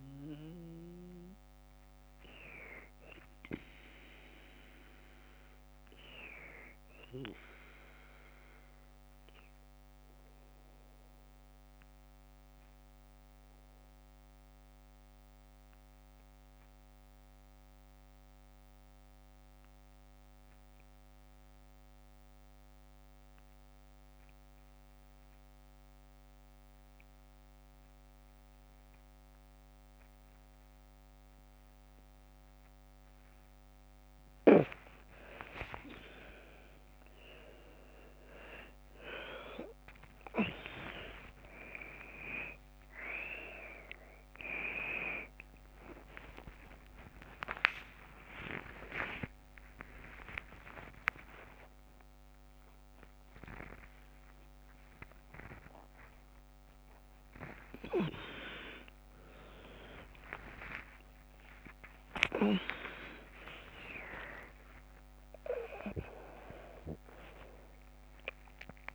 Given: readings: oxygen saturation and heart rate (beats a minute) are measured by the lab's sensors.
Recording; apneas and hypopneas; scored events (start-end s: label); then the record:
a person partly awake in a sleep study, by a microphone on the trachea; 1
0.00-14.50 s: oxygen desaturation (device-marked, oxygen 95% lowest, heart rate 45 extreme)
10.00-33.00 s: obstructive apnea (oxygen 99% before, 93% lowest, heart rate 53 before, 45 extreme, up 9 after)
25.50-55.50 s: new sleep stage, awake
34.50-55.50 s: oxygen desaturation (device-marked, oxygen 99% before, 93% lowest, heart rate 48 before, 48 extreme)
44.50-65.50 s: tachycardia (device-marked, heart rate 52 before, 207 extreme)
48.00-50.00 s: long interval between heartbeats (device-marked, heart rate 56 before, 121 extreme)
51.00-53.00 s: long interval between heartbeats (device-marked, heart rate 69 before, 178 extreme)
54.00-56.00 s: long interval between heartbeats (device-marked, heart rate 90 before, 180 extreme)
55.50-68.95 s: new sleep stage, N1 (lightest sleep)
56.50-58.50 s: long interval between heartbeats (device-marked, heart rate 111 before, 168 extreme)
60.50-62.50 s: long interval between heartbeats (device-marked, heart rate 132 before, 133 extreme)
62.50-64.50 s: long interval between heartbeats (device-marked, heart rate 140 before, 133 extreme)
66.00-68.00 s: long interval between heartbeats (device-marked, heart rate 152 before, 121 extreme)
From the record:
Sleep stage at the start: N2 (light sleep); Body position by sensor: on the back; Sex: female